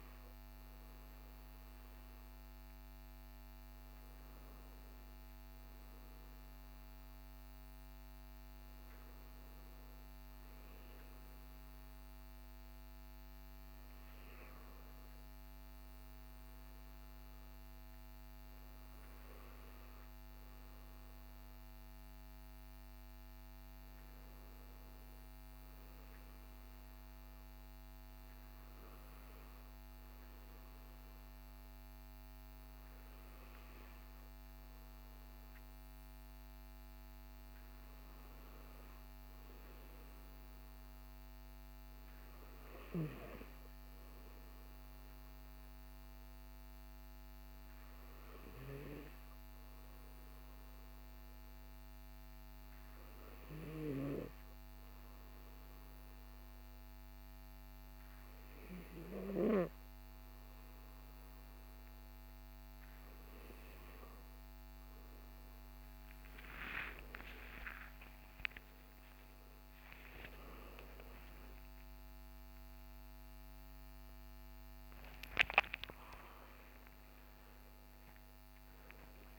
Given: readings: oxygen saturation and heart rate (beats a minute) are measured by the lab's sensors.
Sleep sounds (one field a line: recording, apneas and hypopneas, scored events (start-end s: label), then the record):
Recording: breathing in sleep by a microphone on the trachea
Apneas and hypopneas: none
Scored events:
64.50-79.39 s: new sleep stage, awake
From the record:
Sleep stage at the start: N2 (light sleep)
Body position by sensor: on the back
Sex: male